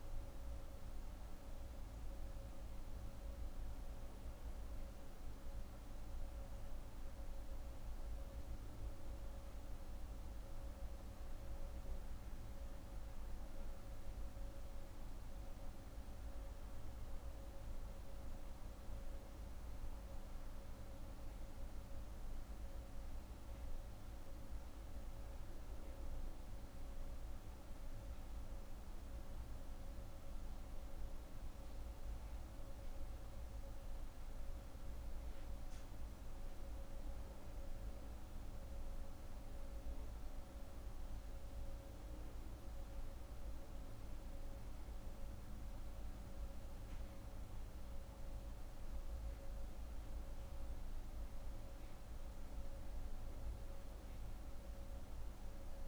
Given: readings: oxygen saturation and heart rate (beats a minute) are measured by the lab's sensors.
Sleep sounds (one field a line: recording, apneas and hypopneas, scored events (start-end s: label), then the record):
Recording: breathing in sleep, hard to hear, by a room microphone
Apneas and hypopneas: none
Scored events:
none scored
From the record:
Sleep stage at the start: N2 (light sleep)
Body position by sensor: on the right side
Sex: female